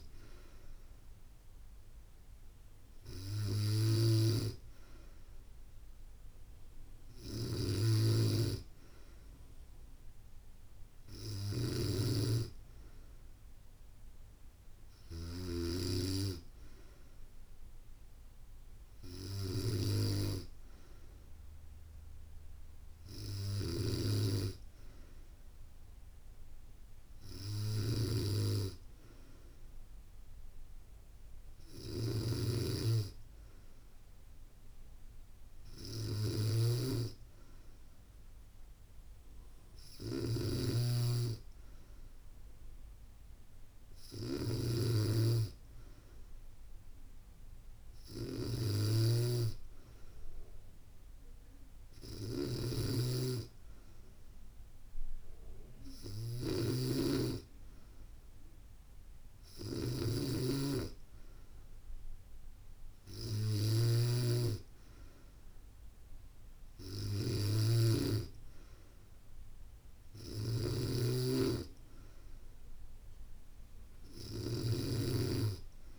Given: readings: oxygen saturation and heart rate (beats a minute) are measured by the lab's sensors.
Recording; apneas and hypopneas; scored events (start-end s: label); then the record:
breathing in sleep by a room microphone; none
0.00-15.00 s: snoring (device-marked)
23.00-75.99 s: snoring (device-marked)
From the record:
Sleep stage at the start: N2 (light sleep); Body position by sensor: on the back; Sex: female